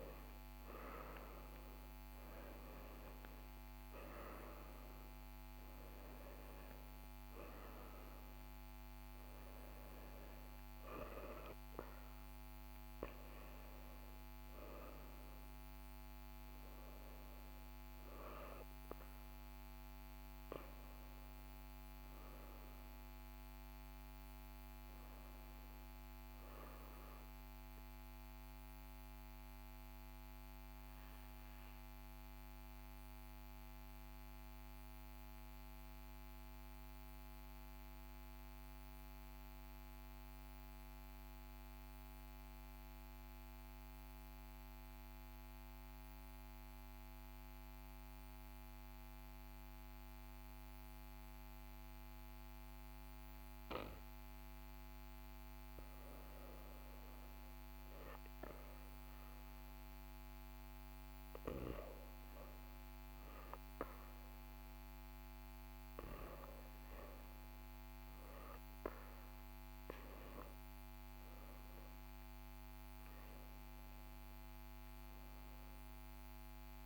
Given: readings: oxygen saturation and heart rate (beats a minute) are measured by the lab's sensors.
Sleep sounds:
breathing in sleep by a microphone on the trachea; 1
0.00-2.00 s: arousal
0.00-33.50 s: oxygen desaturation (device-marked, oxygen 75% lowest, heart rate 42 extreme)
29.00-55.50 s: obstructive apnea (oxygen 82% before, 82% lowest, heart rate 52 before, 44 extreme, up 1 after)
57.00-61.50 s: arousal
57.50-76.86 s: oxygen desaturation (device-marked, oxygen 100% before, 94% lowest, heart rate 44 before, 42 extreme)
From the record:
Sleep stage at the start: REM sleep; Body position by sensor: on the right side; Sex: male

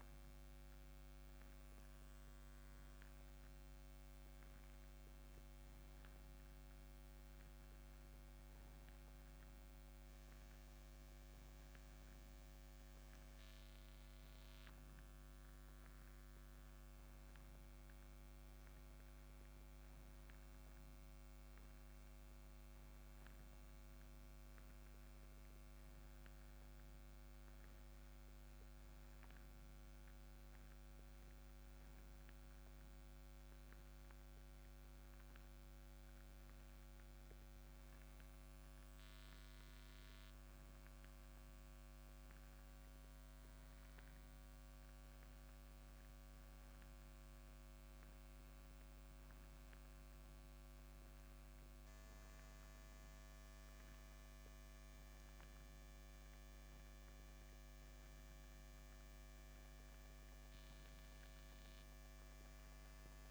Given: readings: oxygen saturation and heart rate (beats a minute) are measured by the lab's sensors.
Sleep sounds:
breathing in sleep, hard to hear, by a microphone on the trachea; none
none scored
From the record:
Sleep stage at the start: N2 (light sleep); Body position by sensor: on the right side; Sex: male

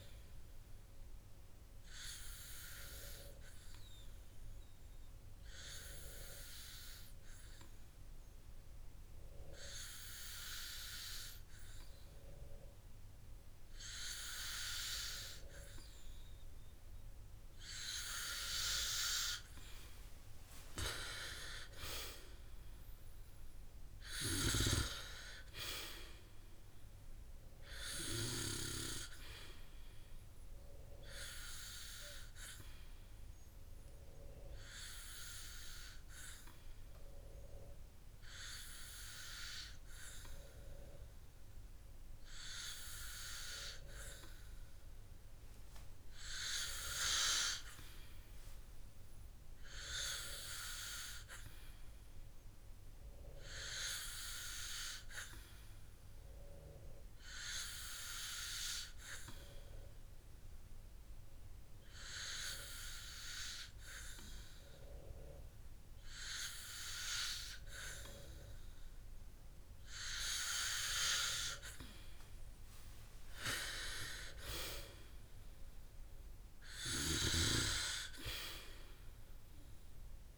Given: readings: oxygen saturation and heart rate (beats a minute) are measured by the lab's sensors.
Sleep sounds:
breathing in sleep by a room microphone; 3
2.50-17.50 s: hypopnea (oxygen 96% before, 93% lowest, heart rate 174 before, 78 extreme, up 10 after)
21.00-24.50 s: arousal
33.50-46.00 s: hypopnea (oxygen 96% before, 93% lowest, heart rate 119 before, 69 extreme, up 51 after)
48.50-52.50 s: arousal
59.00-70.00 s: hypopnea (oxygen 98% before, 94% lowest, heart rate 111 before, 115 extreme, up 10 after)
74.00-77.50 s: arousal
From the record:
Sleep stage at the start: N2 (light sleep); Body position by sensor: on the back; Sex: male

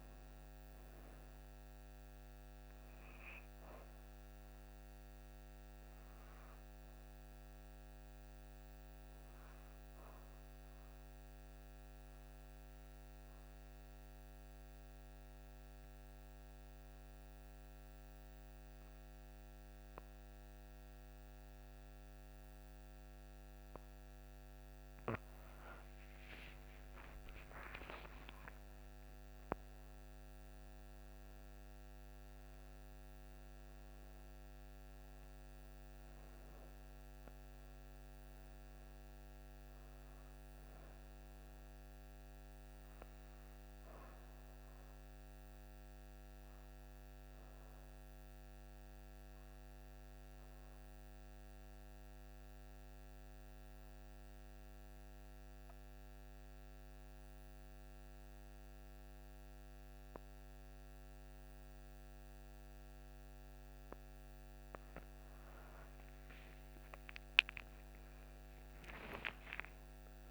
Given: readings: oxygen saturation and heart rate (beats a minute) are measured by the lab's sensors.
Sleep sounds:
breathing in sleep, hard to hear, by a microphone on the trachea; 2
0.00-18.50 s: oxygen desaturation (device-marked, oxygen 85% lowest, heart rate 57 extreme)
11.50-24.50 s: obstructive apnea (oxygen 95% before, 85% lowest, heart rate 65 before, 58 extreme, up 20 after)
25.50-30.00 s: arousal
33.50-55.50 s: oxygen desaturation (device-marked, oxygen 97% before, 87% lowest, heart rate 65 before, 56 extreme)
50.00-65.00 s: obstructive apnea (oxygen 97% before, 87% lowest, heart rate 66 before, 56 extreme, up 19 after)
65.50-69.00 s: arousal
66.50-70.31 s: oxygen desaturation (device-marked, oxygen 97% before, 87% lowest, heart rate 61 before, 55 extreme)
From the record:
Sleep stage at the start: N2 (light sleep); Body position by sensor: on the back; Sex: female

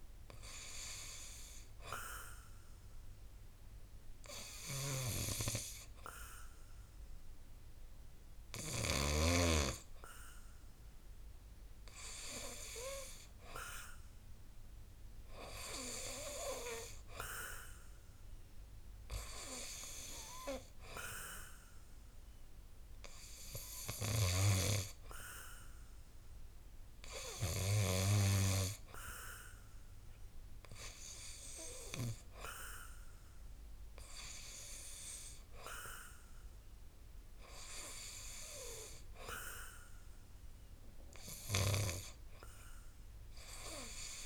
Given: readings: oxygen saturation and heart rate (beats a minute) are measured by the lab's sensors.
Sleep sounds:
breathing in sleep by a room microphone; 1
1.00-12.00 s: hypopnea (oxygen 97% before, 92% lowest, heart rate 61 before, 61 extreme, up 5 after)
4.50-9.00 s: snoring (device-marked)
15.00-19.00 s: arousal
From the record:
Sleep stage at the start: N2 (light sleep); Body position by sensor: on the back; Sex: male

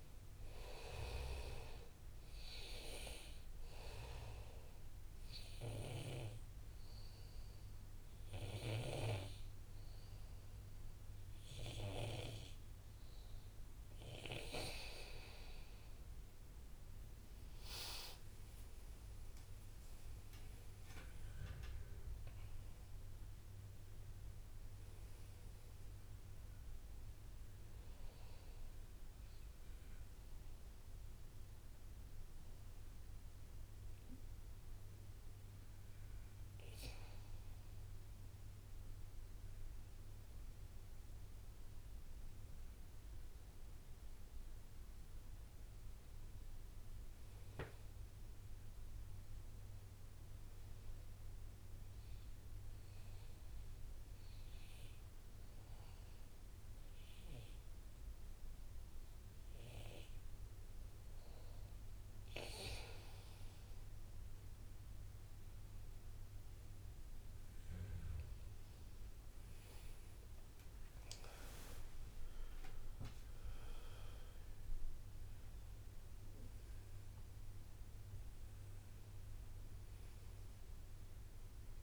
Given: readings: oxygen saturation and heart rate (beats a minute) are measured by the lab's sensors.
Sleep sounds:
breathing in sleep by a room microphone; 3
0.00-16.50 s: oxygen desaturation (device-marked, oxygen 95% lowest, heart rate 59 extreme)
4.00-15.00 s: obstructive apnea (oxygen 99% before, 93% lowest, heart rate 62 before, 60 extreme, up 10 after)
17.50-21.50 s: arousal
28.00-38.00 s: central apnea (oxygen 97% before, 92% lowest, heart rate 65 before, 60 extreme, up 4 after)
41.00-46.00 s: arousal
51.50-62.50 s: obstructive apnea (oxygen 99% before, 92% lowest, heart rate 62 before, 61 extreme, up 9 after)
65.50-70.50 s: arousal
70.50-81.83 s: oxygen desaturation (device-marked, oxygen 98% before, 92% lowest, heart rate 63 before, 61 extreme)
From the record:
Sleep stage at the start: N2 (light sleep); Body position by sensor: on the back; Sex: male

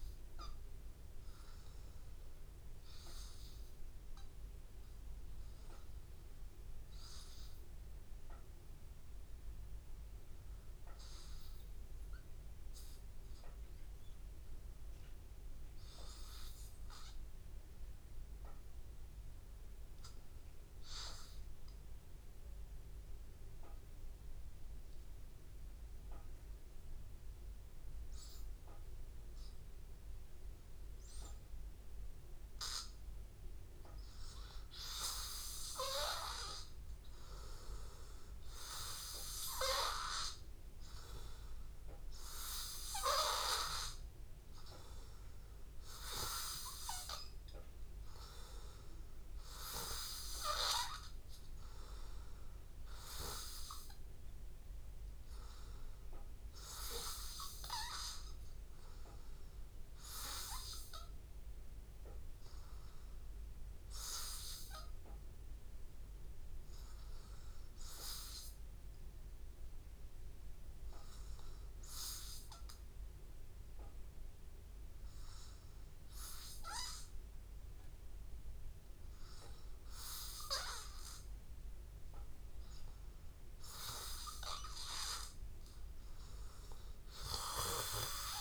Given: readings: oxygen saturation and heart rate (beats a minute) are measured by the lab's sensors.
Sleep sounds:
breathing in sleep by a room microphone; 1
0.00-5.00 s: oxygen desaturation (device-marked, oxygen 94% lowest, heart rate 81 extreme)
3.50-20.00 s: obstructive apnea (oxygen 97% before, 93% lowest, heart rate 81 before, 80 extreme)
23.00-26.50 s: arousal
31.00-58.00 s: oxygen desaturation (device-marked, oxygen 97% before, 93% lowest, heart rate 81 before, 81 extreme)
59.00-63.50 s: arousal
From the record:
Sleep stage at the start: N2 (light sleep); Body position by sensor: on the back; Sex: male

